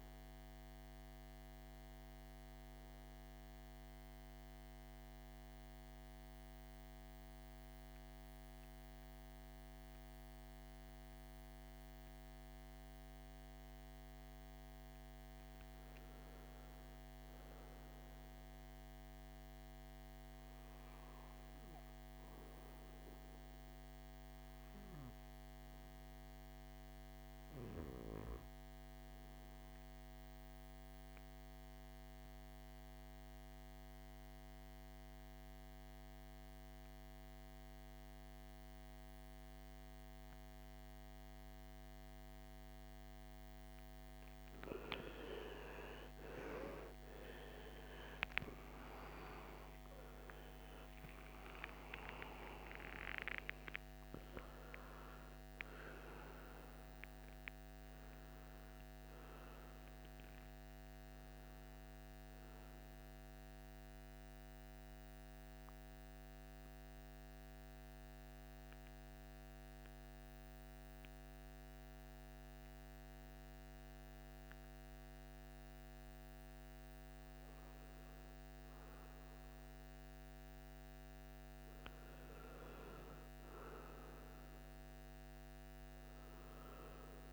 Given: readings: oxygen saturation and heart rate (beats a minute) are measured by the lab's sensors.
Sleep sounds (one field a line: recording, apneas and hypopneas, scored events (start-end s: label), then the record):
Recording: breathing in sleep by a microphone on the trachea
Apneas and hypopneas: 3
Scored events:
0.00-9.00 s: oxygen desaturation (device-marked, oxygen 89% lowest, heart rate 52 extreme)
3.50-15.00 s: central apnea (oxygen 98% before, 87% lowest, heart rate 76 before, 52 extreme, up 3 after)
17.00-20.00 s: arousal
29.00-42.50 s: obstructive apnea (oxygen 99% before, 87% lowest, heart rate 54 before, 58 extreme)
42.00-72.00 s: oxygen desaturation (device-marked, oxygen 96% before, 87% lowest, heart rate 57 before, 52 extreme)
47.50-52.50 s: arousal
64.00-77.50 s: mixed apnea (oxygen 96% before, 87% lowest, heart rate 103 before, 52 extreme, up 5 after)
80.00-83.50 s: arousal
From the record:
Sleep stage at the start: N2 (light sleep)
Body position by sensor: on the back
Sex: male